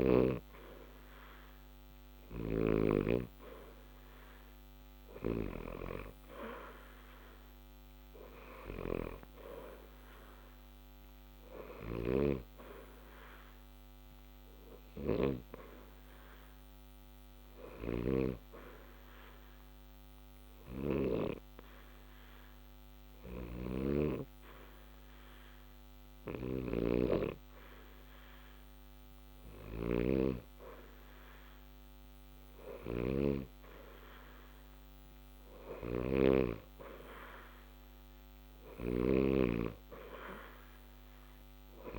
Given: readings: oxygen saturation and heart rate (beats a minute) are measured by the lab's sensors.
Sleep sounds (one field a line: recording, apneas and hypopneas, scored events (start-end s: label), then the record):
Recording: breathing in sleep by a microphone on the trachea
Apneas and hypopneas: 1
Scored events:
15.50-28.00 s: hypopnea (oxygen 90% before, 88% lowest, heart rate 60 before, 60 extreme, up 0 after)
29.00-32.50 s: arousal
From the record:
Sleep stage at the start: N2 (light sleep)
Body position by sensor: on the back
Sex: male